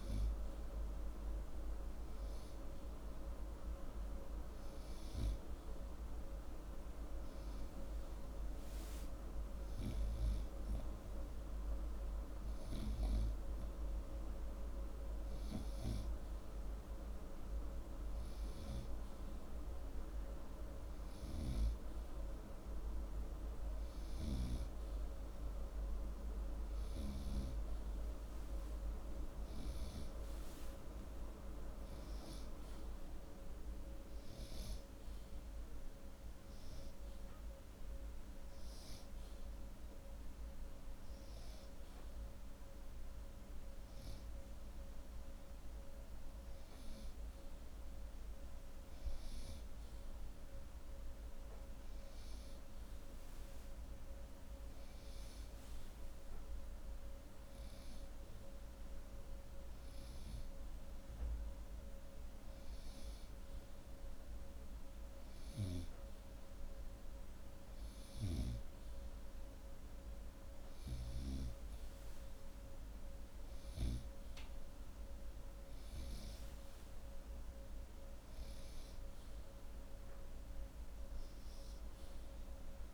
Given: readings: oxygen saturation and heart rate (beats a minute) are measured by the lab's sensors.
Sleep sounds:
breathing in sleep by a room microphone; none
25.00-55.00 s: new sleep stage, N3 (deep sleep)
55.00-82.94 s: new sleep stage, N2 (light sleep)
From the record:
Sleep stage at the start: N2 (light sleep); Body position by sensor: upright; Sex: male

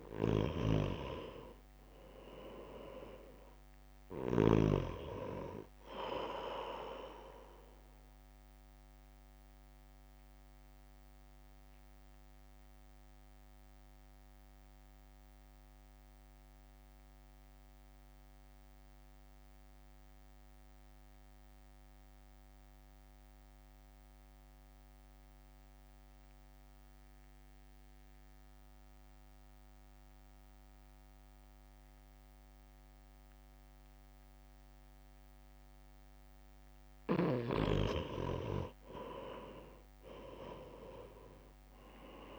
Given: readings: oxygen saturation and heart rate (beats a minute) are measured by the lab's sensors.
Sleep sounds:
breathing in sleep by a microphone on the trachea; 1
0.00-4.50 s: snoring (device-marked)
0.00-25.50 s: oxygen desaturation (device-marked, oxygen 90% lowest, heart rate 53 extreme)
0.50-13.50 s: drop in pulse transit time (device-marked, heart rate 64 before, 55 extreme)
8.00-36.50 s: mixed apnea (oxygen 98% before, 88% lowest, heart rate 62 before, 53 extreme, up 3 after)
38.50-42.39 s: oxygen desaturation (device-marked, oxygen 97% before, 88% lowest, heart rate 61 before, 53 extreme)
From the record:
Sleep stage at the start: N2 (light sleep); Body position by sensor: on the right side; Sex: male

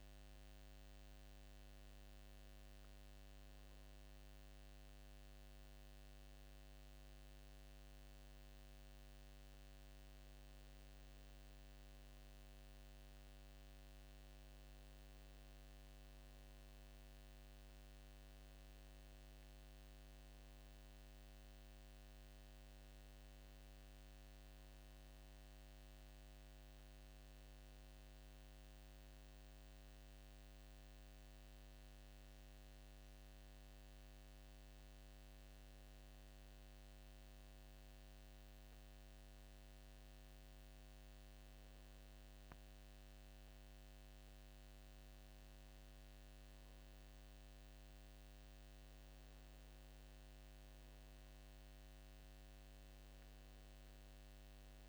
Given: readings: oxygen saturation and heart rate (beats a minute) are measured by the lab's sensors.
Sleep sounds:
breathing in sleep, hard to hear, by a microphone on the trachea; none
0.00-43.50 s: bradycardia (device-marked)
50.50-54.89 s: bradycardia (device-marked, heart rate 76 before, 34 extreme)
From the record:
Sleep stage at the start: N1 (lightest sleep); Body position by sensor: on the back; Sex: male

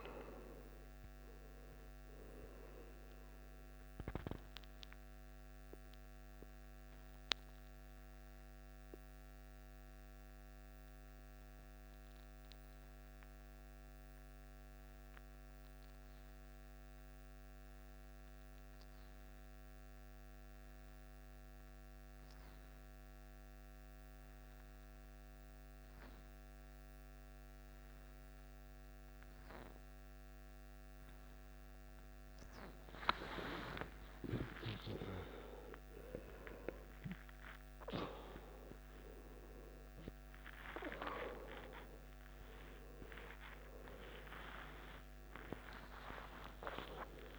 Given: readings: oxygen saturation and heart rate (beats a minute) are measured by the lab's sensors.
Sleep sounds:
breathing in sleep by a microphone on the trachea; 1
0.00-3.00 s: oxygen desaturation (device-marked, oxygen 88% lowest, heart rate 51 extreme)
0.00-3.50 s: arousal
6.00-36.00 s: new sleep stage, N2 (light sleep)
7.00-33.00 s: mixed apnea (oxygen 100% before, 91% lowest, heart rate 65 before, 51 extreme, up 18 after)
24.00-47.39 s: oxygen desaturation (device-marked, oxygen 98% before, 92% lowest, heart rate 56 before, 55 extreme)
34.50-39.00 s: arousal
36.00-47.39 s: new sleep stage, N1 (lightest sleep)
From the record:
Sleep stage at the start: N1 (lightest sleep); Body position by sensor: on the back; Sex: male

